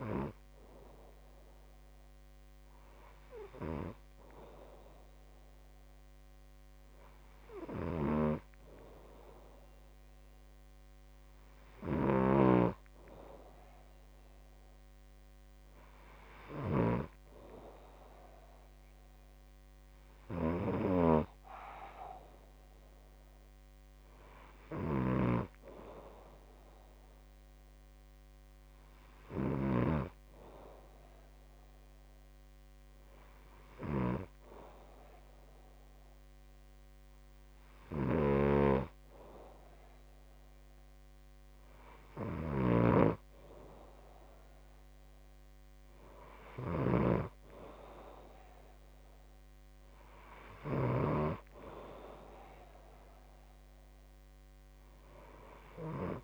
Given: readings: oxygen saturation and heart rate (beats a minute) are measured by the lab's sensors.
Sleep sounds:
breathing in sleep by a microphone on the trachea; none
none scored
From the record:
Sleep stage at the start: N2 (light sleep); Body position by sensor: on the back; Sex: male

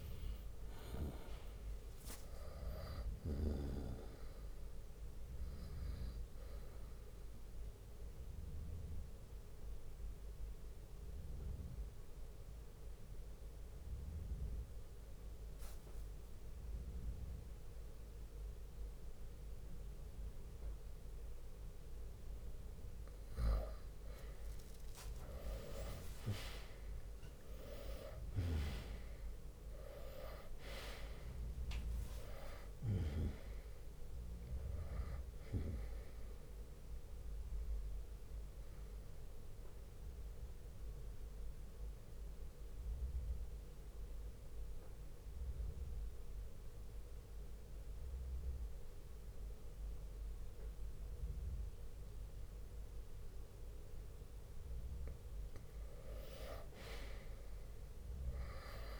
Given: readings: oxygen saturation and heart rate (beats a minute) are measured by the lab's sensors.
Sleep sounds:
breathing in sleep by a room microphone; 2
0.00-2.00 s: drop in pulse transit time (device-marked, heart rate 62 extreme)
0.00-19.00 s: oxygen desaturation (device-marked, oxygen 93% lowest, heart rate 60 extreme)
8.00-22.00 s: obstructive apnea (oxygen 99% before, 93% lowest, heart rate 68 before, 59 extreme, up 6 after)
25.00-29.50 s: arousal
30.00-54.00 s: oxygen desaturation (device-marked, oxygen 98% before, 93% lowest, heart rate 62 before, 58 extreme)
38.50-54.50 s: obstructive apnea (oxygen 98% before, 92% lowest, heart rate 65 before, 58 extreme, up 9 after)
42.00-49.00 s: bradycardia (device-marked, heart rate 68 before, 58 extreme)
56.00-59.00 s: arousal
From the record:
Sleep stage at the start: N2 (light sleep); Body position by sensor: on the right side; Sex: male

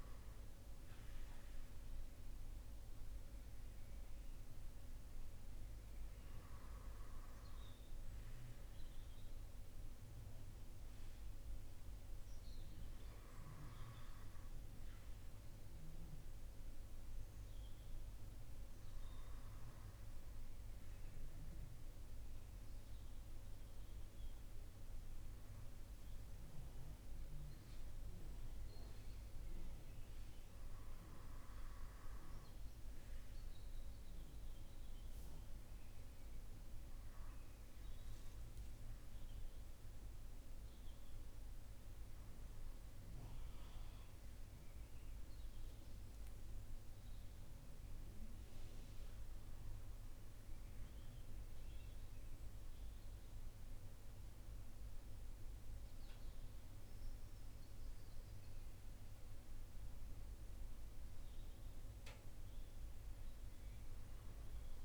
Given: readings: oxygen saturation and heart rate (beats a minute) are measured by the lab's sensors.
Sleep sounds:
breathing in sleep, hard to hear, by a room microphone; none
none scored
From the record:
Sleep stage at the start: N2 (light sleep); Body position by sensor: on the front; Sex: male

